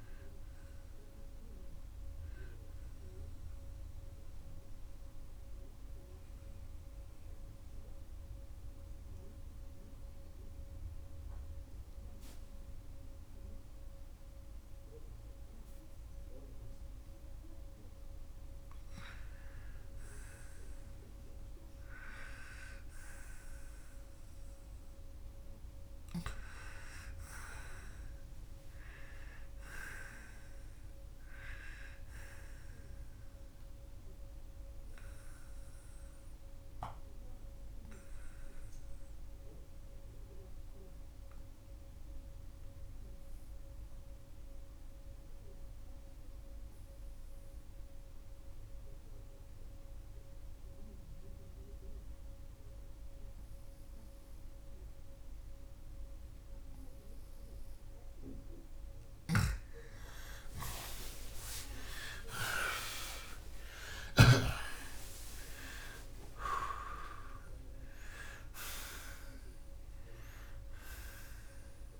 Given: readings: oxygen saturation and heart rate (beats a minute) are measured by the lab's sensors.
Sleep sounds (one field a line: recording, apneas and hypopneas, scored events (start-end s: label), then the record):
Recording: breathing in sleep by a room microphone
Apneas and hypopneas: 2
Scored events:
3.50-18.50 s: central apnea (oxygen 90% before, 82% lowest, heart rate 98 before, 70 extreme, up 13 after)
8.50-68.50 s: new sleep stage, N2 (light sleep)
12.50-32.50 s: oxygen desaturation (device-marked, oxygen 91% before, 82% lowest, heart rate 82 before, 70 extreme)
21.00-26.00 s: arousal
36.50-58.50 s: mixed apnea (oxygen 94% before, 84% lowest, heart rate 86 before, 68 extreme)
43.50-62.50 s: oxygen desaturation (device-marked, oxygen 94% before, 86% lowest, heart rate 87 before, 68 extreme)
61.00-67.00 s: arousal
68.50-72.00 s: new sleep stage, N1 (lightest sleep)
From the record:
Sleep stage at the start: N1 (lightest sleep)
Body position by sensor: on the left side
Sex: male